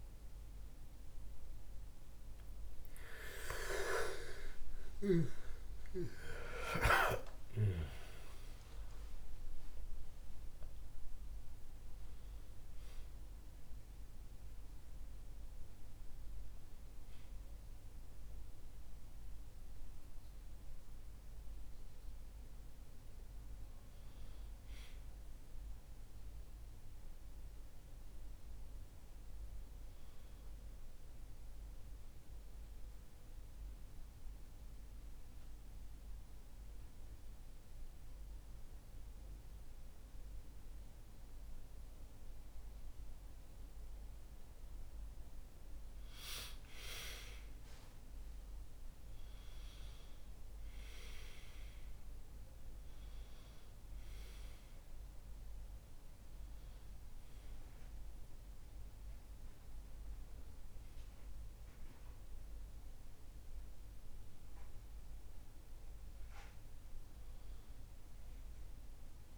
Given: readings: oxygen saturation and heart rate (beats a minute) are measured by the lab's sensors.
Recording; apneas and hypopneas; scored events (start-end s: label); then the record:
a person awake in a sleep study, by a room microphone; 1
30.50-45.50 s: central apnea (oxygen 99% before, 95% lowest, heart rate 79 before, 74 extreme, up 5 after)
48.00-68.00 s: oxygen desaturation (device-marked, oxygen 98% before, 95% lowest, heart rate 76 before, 74 extreme)
From the record:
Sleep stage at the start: awake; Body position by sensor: on the back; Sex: male